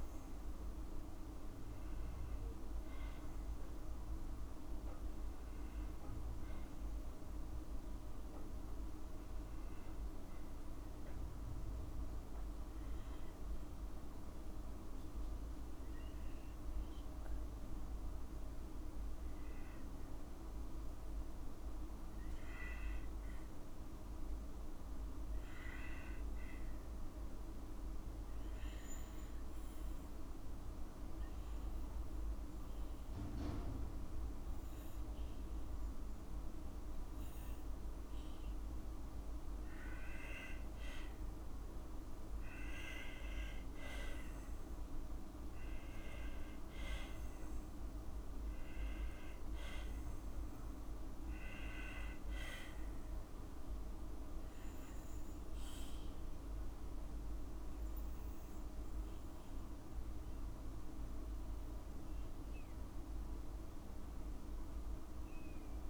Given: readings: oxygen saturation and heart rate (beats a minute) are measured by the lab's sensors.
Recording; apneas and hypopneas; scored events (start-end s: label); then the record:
breathing in sleep, hard to hear, by a room microphone; none
none scored
From the record:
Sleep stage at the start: N2 (light sleep); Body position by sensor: on the back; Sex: female